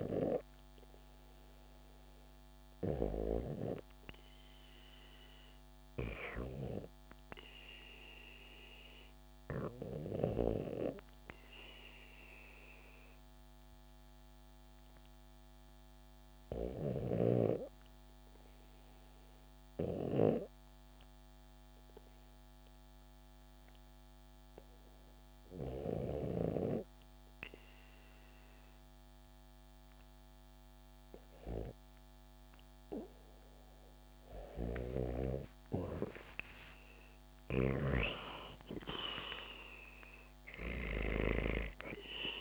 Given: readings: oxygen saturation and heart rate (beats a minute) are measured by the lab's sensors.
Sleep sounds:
breathing in sleep by a microphone on the trachea; 1
11.50-28.50 s: hypopnea (oxygen 95% before, 91% lowest, heart rate 70 before, 58 extreme, up 12 after)
18.00-22.00 s: bradycardia (device-marked, heart rate 69 before, 59 extreme)
33.00-42.41 s: oxygen desaturation (device-marked, oxygen 95% before, 91% lowest, heart rate 66 before, 66 extreme)
34.50-38.50 s: arousal
From the record:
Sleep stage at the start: REM sleep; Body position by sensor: on the back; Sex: female

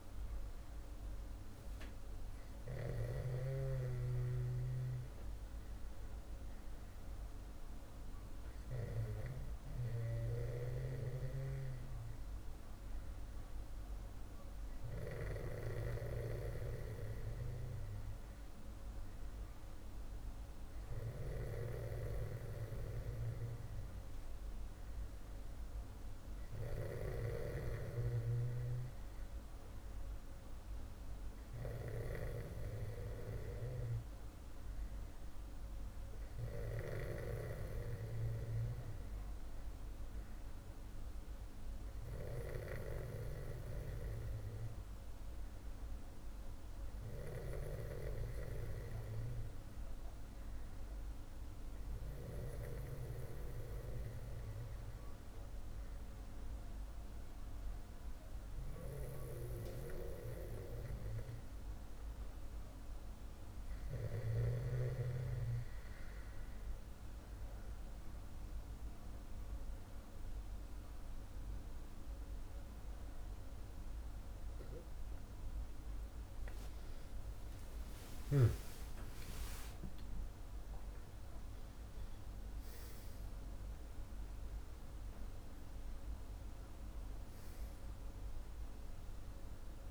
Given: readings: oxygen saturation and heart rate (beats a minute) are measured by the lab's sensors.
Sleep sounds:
breathing in sleep by a room microphone; none
0.00-4.50 s: snoring (device-marked)
77.00-81.50 s: arousal
From the record:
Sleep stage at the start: N2 (light sleep); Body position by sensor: on the back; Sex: male

